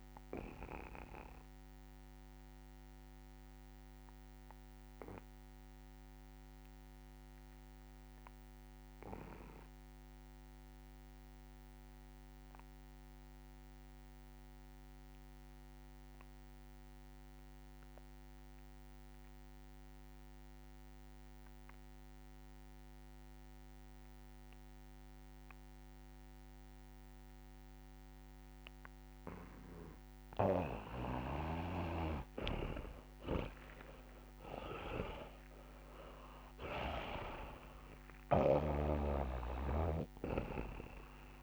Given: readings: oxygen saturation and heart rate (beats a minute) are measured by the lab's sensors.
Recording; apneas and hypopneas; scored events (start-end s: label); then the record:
breathing in sleep by a microphone on the trachea; 1
0.00-12.00 s: oxygen desaturation (device-marked, oxygen 83% lowest, heart rate 67 extreme)
2.00-30.50 s: obstructive apnea (oxygen 98% before, 76% lowest, heart rate 73 before, 67 extreme, up 29 after)
22.00-41.43 s: oxygen desaturation (device-marked, oxygen 97% before, 76% lowest, heart rate 73 before, 63 extreme)
31.00-37.00 s: snoring (device-marked)
33.00-36.50 s: arousal
33.00-41.43 s: new sleep stage, REM sleep
34.50-36.50 s: long interval between heartbeats (device-marked, heart rate 71 before, 84 extreme)
36.50-38.50 s: long interval between heartbeats (device-marked, heart rate 72 before, 96 extreme)
39.00-41.43 s: snoring (device-marked)
From the record:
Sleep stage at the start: N2 (light sleep); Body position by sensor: on the back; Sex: male